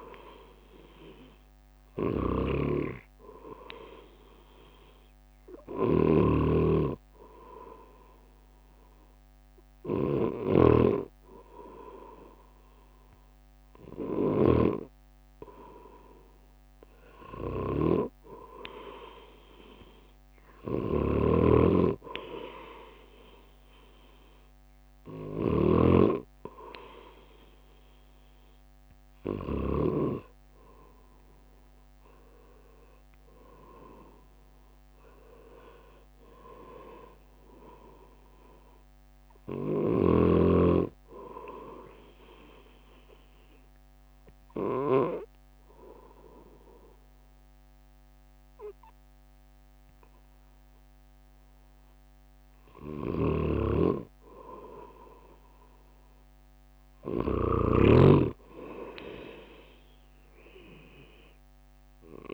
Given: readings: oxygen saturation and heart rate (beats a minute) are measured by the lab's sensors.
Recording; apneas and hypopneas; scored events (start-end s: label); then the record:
breathing in sleep by a microphone on the trachea; 2
4.00-18.00 s: hypopnea (oxygen 100% before, 95% lowest, heart rate 52 before, 53 extreme, up 4 after)
5.50-10.50 s: snoring (device-marked)
9.00-62.34 s: new sleep stage, N2 (light sleep)
21.00-25.50 s: snoring (device-marked)
24.00-25.00 s: drop in pulse transit time (device-marked, heart rate 55 before, 55 extreme)
29.00-33.50 s: arousal
39.00-51.50 s: obstructive apnea (oxygen 99% before, 89% lowest, heart rate 57 before, 54 extreme, up 5 after)
54.00-58.50 s: arousal
56.00-62.34 s: drop in pulse transit time (device-marked, heart rate 56 before, 55 extreme)
From the record:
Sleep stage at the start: N1 (lightest sleep); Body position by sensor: on the right side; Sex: male